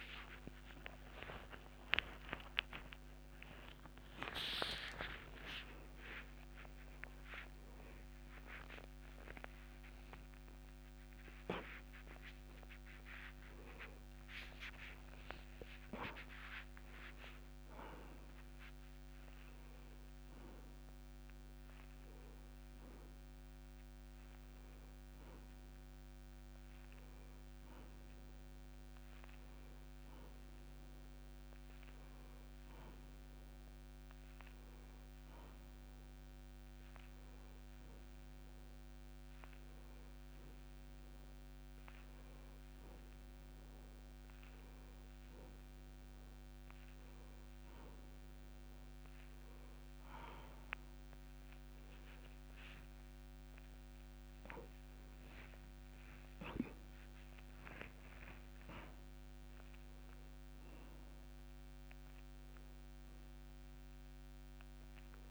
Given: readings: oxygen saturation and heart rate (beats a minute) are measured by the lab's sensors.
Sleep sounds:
a person awake in a sleep study, by a microphone on the trachea; none
11.00-41.00 s: new sleep stage, N1 (lightest sleep)
41.00-65.31 s: new sleep stage, awake
From the record:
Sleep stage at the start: awake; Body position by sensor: on the back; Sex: male

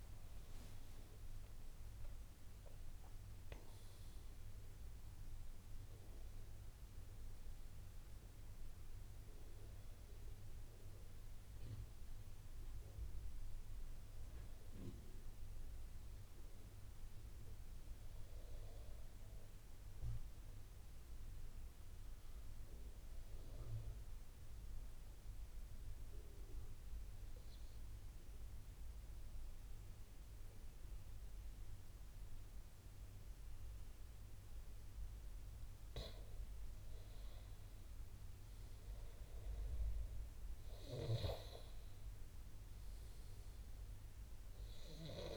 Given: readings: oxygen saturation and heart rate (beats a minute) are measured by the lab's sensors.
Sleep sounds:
breathing in sleep, hard to hear, by a room microphone; 1
0.00-3.00 s: arousal
12.50-45.37 s: new sleep stage, N2 (light sleep)
25.50-36.50 s: obstructive apnea (oxygen 95% before, 92% lowest)
39.00-42.50 s: arousal
From the record:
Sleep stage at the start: N1 (lightest sleep); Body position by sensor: on the back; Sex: male

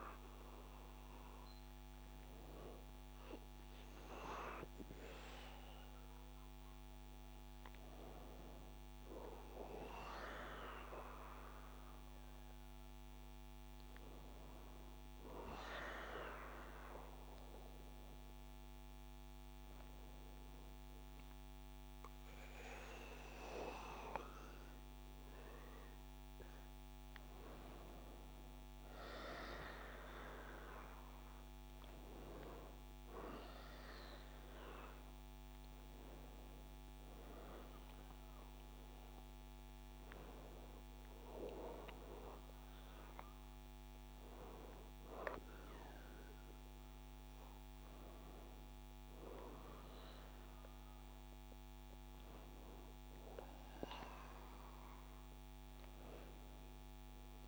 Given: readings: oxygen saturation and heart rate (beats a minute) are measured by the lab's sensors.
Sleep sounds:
a person awake in a sleep study, by a microphone on the trachea; none
none scored
From the record:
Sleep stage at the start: awake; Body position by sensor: on the back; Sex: male

